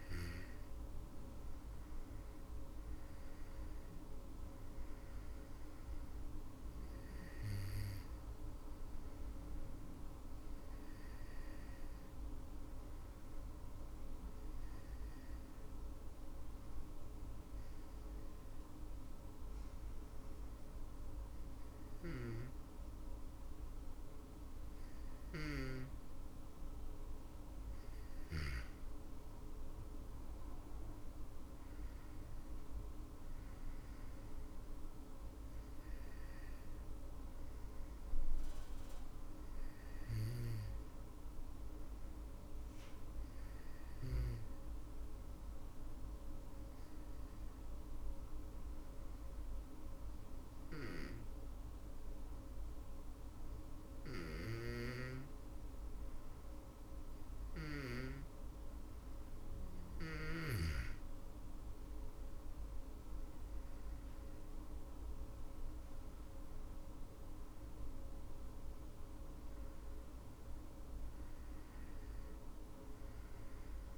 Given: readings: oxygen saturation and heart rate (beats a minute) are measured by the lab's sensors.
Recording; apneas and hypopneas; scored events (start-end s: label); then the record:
breathing in sleep by a room microphone; 2
11.00-24.50 s: hypopnea (oxygen 99% before, 96% lowest, heart rate 61 before, 52 extreme, up 20 after)
25.50-29.50 s: arousal
41.50-56.50 s: hypopnea (oxygen 99% before, 96% lowest, heart rate 62 before, 53 extreme, up 17 after)
60.00-64.00 s: arousal
From the record:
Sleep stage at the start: N2 (light sleep); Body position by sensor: on the back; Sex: female